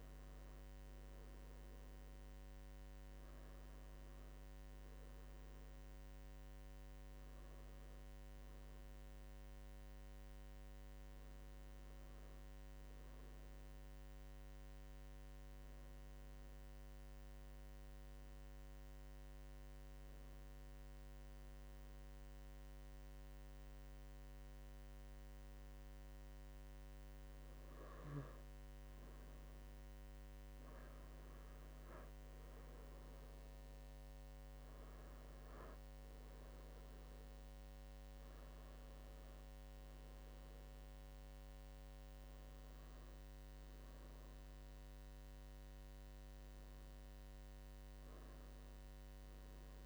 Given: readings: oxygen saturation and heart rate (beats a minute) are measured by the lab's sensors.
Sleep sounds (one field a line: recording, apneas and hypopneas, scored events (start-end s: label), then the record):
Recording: breathing in sleep, hard to hear, by a microphone on the trachea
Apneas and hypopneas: 1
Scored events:
0.00-18.50 s: oxygen desaturation (device-marked, oxygen 91% lowest, heart rate 79 extreme)
15.50-29.00 s: obstructive apnea (oxygen 96% before, 93% lowest, heart rate 85 before, 80 extreme, up 8 after)
31.00-34.50 s: arousal
From the record:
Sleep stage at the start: N2 (light sleep)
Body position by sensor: on the right side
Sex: male